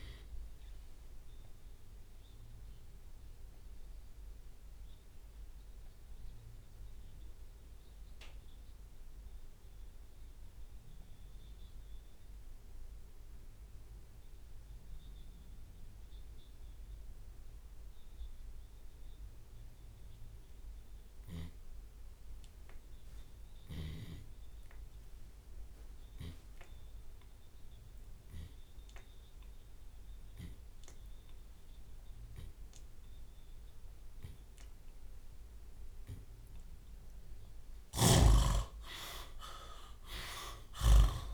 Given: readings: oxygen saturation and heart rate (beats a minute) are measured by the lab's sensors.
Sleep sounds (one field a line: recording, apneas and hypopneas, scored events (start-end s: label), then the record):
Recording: breathing in sleep by a room microphone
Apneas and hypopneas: 1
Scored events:
0.00-1.00 s: long interval between heartbeats (device-marked, heart rate 26 extreme)
0.00-3.50 s: drop in pulse transit time (device-marked)
1.50-3.50 s: long interval between heartbeats (device-marked, heart rate 55 before, 37 extreme)
1.50-36.00 s: obstructive apnea (oxygen 95% before, 67% lowest)
8.00-10.00 s: long interval between heartbeats (device-marked, heart rate 47 before, 35 extreme)
11.00-13.00 s: long interval between heartbeats (device-marked, heart rate 42 before, 40 extreme)
11.50-20.50 s: drop in pulse transit time (device-marked, heart rate 40 before, 40 extreme)
14.00-16.00 s: long interval between heartbeats (device-marked, heart rate 39 before, 67 extreme)
17.50-19.50 s: long interval between heartbeats (device-marked, heart rate 42 before, 73 extreme)
17.50-28.50 s: oxygen desaturation (device-marked, oxygen 97% before, 75% lowest)
23.00-25.00 s: long interval between heartbeats (device-marked, heart rate 53 before, 87 extreme)
25.00-27.00 s: long interval between heartbeats (device-marked, heart rate 58 before, 74 extreme)
29.00-31.00 s: long interval between heartbeats (device-marked, heart rate 65 before, 80 extreme)
37.50-39.50 s: long interval between heartbeats (device-marked, heart rate 76 before, 64 extreme)
37.50-41.34 s: arousal
38.00-41.34 s: snoring (device-marked)
From the record:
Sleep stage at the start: N2 (light sleep)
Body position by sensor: on the left side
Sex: male